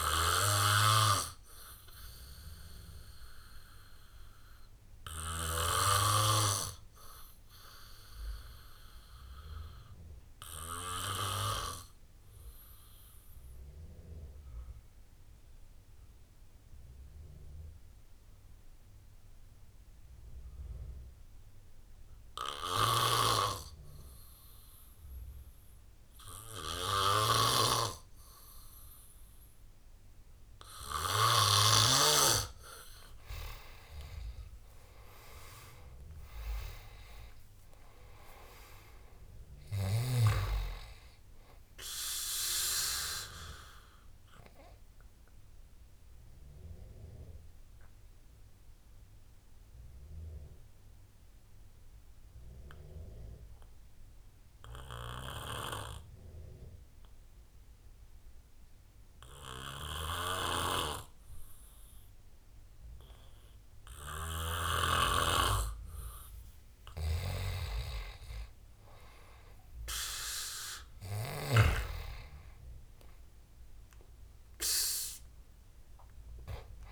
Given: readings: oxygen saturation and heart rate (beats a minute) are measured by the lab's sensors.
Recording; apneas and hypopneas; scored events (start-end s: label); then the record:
breathing in sleep by a room microphone; 2
0.00-19.00 s: oxygen desaturation (device-marked, oxygen 85% lowest, heart rate 66 extreme)
0.50-31.50 s: obstructive apnea (oxygen 98% before, 85% lowest, heart rate 74 before, 66 extreme, up 25 after)
33.50-37.00 s: arousal
36.00-64.00 s: oxygen desaturation (device-marked, oxygen 97% before, 88% lowest, heart rate 71 before, 67 extreme)
43.50-65.50 s: obstructive apnea (oxygen 98% before, 88% lowest, heart rate 79 before, 67 extreme, up 12 after)
67.00-70.00 s: arousal
71.00-76.92 s: oxygen desaturation (device-marked, oxygen 98% before, 92% lowest, heart rate 72 before, 64 extreme)
From the record:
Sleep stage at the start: N2 (light sleep); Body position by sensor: on the back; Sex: male